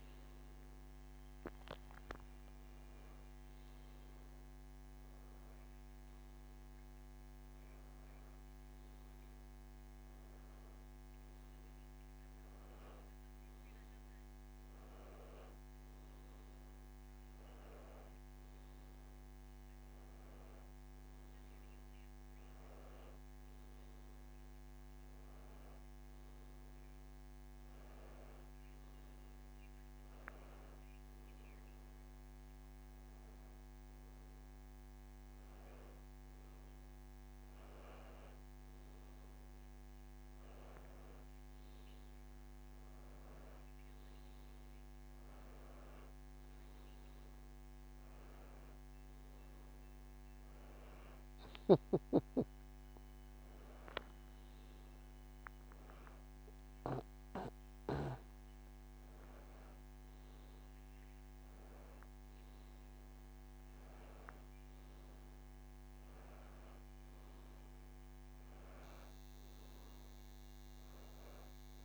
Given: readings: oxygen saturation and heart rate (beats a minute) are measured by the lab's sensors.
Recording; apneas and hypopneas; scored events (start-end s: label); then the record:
breathing in sleep, hard to hear, by a microphone on the trachea; none
59.00-63.00 s: arousal
From the record:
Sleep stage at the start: N2 (light sleep); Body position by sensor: on the back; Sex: male